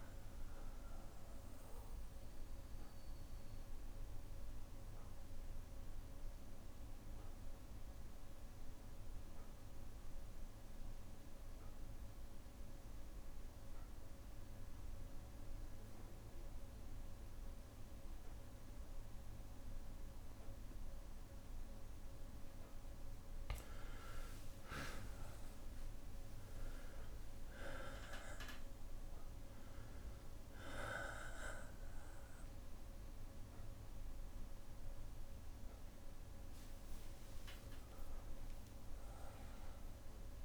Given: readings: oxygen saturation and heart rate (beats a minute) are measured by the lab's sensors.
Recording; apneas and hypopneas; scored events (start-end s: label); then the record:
breathing in sleep by a room microphone; 1
0.50-21.50 s: obstructive apnea (oxygen 98% before, 93% lowest, heart rate 84 before, 59 extreme, up 4 after)
4.50-6.50 s: bradycardia (device-marked, heart rate 69 before, 60 extreme)
21.50-40.45 s: oxygen desaturation (device-marked, oxygen 98% before, 93% lowest, heart rate 61 before, 61 extreme)
22.50-26.50 s: arousal
29.50-31.50 s: long interval between heartbeats (device-marked, heart rate 62 before, 83 extreme)
37.00-39.00 s: long interval between heartbeats (device-marked, heart rate 69 before, 70 extreme)
From the record:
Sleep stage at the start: N2 (light sleep); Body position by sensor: on the back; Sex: male